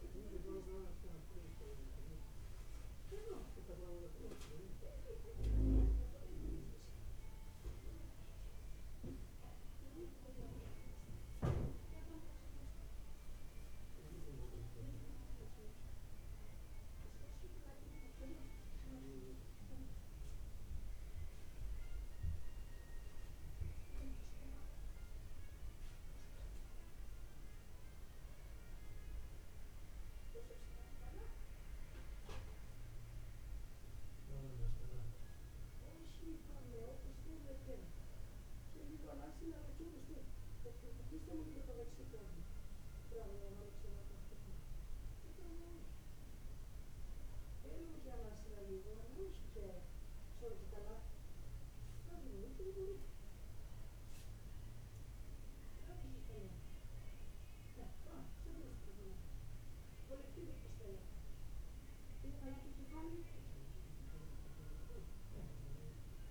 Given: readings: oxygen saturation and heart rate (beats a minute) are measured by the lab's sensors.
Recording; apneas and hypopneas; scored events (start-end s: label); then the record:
a person awake in a sleep study, by a room microphone; none
none scored
From the record:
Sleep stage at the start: awake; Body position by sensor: on the back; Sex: male